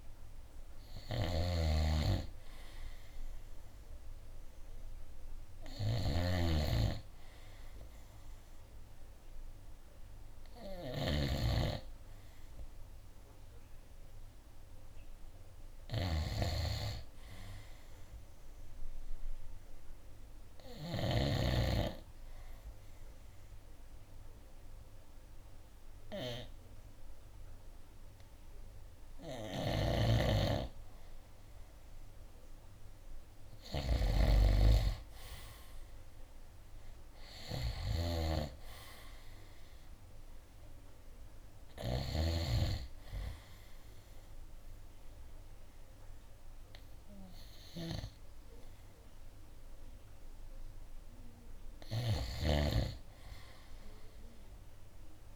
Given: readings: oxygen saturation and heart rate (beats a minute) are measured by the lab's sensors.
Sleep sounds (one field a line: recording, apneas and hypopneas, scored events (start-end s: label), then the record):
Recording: breathing in sleep by a room microphone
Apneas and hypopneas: 1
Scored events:
0.00-21.50 s: snoring (device-marked)
24.00-34.00 s: hypopnea (oxygen 94% before, 90% lowest, heart rate 64 before, 62 extreme, up 10 after)
29.50-42.50 s: snoring (device-marked)
36.50-40.50 s: arousal
44.50-55.36 s: oxygen desaturation (device-marked, oxygen 94% before, 90% lowest, heart rate 66 before, 63 extreme)
52.00-55.36 s: snoring (device-marked)
From the record:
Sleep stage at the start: N2 (light sleep)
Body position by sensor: on the right side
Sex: male